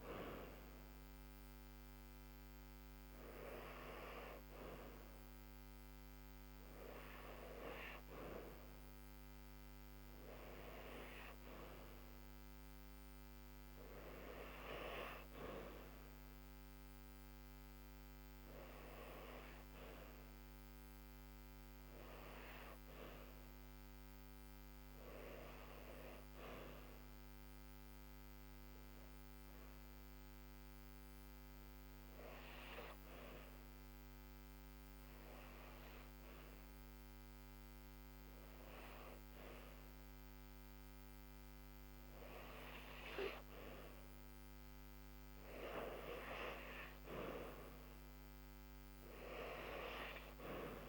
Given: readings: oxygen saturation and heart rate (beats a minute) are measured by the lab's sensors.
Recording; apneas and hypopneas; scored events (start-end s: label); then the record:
breathing in sleep by a microphone on the trachea; 1
19.00-42.00 s: hypopnea (oxygen 96% before, 92% lowest, heart rate 71 before, 69 extreme, up 5 after)
44.00-47.00 s: arousal
From the record:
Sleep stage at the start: N2 (light sleep); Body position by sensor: on the back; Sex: female